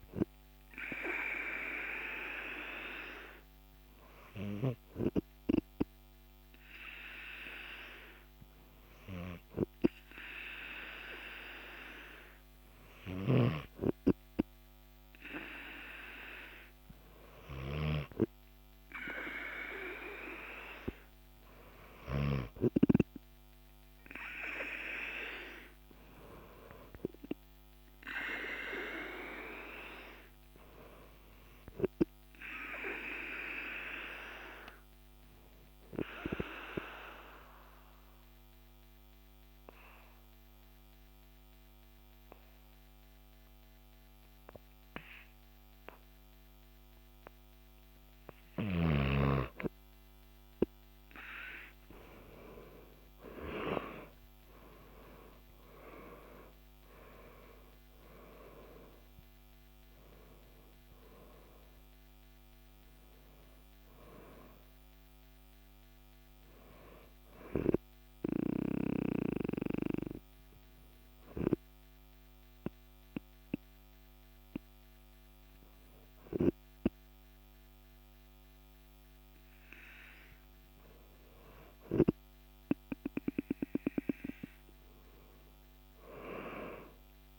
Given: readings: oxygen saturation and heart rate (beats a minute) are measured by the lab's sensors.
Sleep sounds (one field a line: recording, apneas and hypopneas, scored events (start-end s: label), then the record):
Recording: breathing in sleep by a microphone on the trachea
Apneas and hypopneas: 2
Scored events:
37.00-48.00 s: mixed apnea (oxygen 96% before, 94% lowest, heart rate 55 before, 48 extreme, up 15 after)
52.50-58.00 s: arousal
68.50-82.00 s: hypopnea (oxygen 97% before, 94% lowest, heart rate 59 before, 49 extreme, up 9 after)
82.50-87.39 s: oxygen desaturation (device-marked, oxygen 97% before, 94% lowest, heart rate 53 before, 49 extreme)
85.50-87.39 s: arousal
From the record:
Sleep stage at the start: N2 (light sleep)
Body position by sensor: on the back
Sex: male